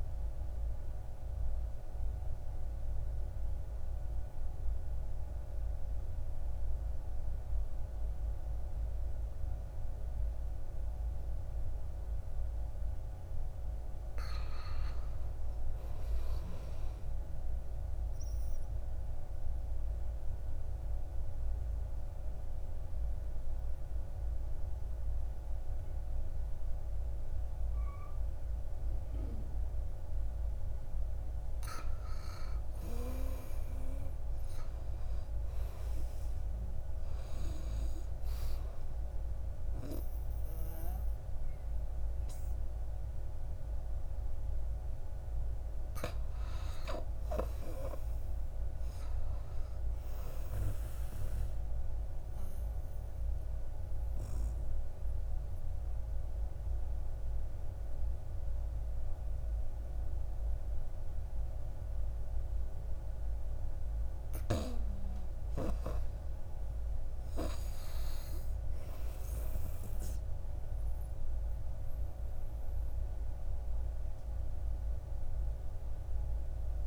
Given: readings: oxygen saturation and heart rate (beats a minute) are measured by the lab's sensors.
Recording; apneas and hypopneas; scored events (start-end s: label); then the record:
breathing in sleep by a room microphone; 3
1.50-12.50 s: obstructive apnea (oxygen 98% before, 88% lowest, heart rate 60 before, 57 extreme, up 8 after)
6.00-32.00 s: oxygen desaturation (device-marked, oxygen 98% before, 88% lowest, heart rate 58 before, 58 extreme)
13.50-15.50 s: arousal
17.50-30.00 s: obstructive apnea (oxygen 98% before, 88% lowest, heart rate 59 before, 58 extreme, up 8 after)
33.00-36.00 s: arousal
43.00-50.00 s: oxygen desaturation (device-marked, oxygen 95% before, 88% lowest, heart rate 63 before, 54 extreme)
51.00-64.00 s: obstructive apnea (oxygen 95% before, 85% lowest, heart rate 64 before, 54 extreme, up 8 after)
66.50-69.00 s: arousal
73.00-76.87 s: oxygen desaturation (device-marked, oxygen 96% before, 91% lowest, heart rate 58 before, 58 extreme)
From the record:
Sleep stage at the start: N2 (light sleep); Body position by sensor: on the back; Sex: male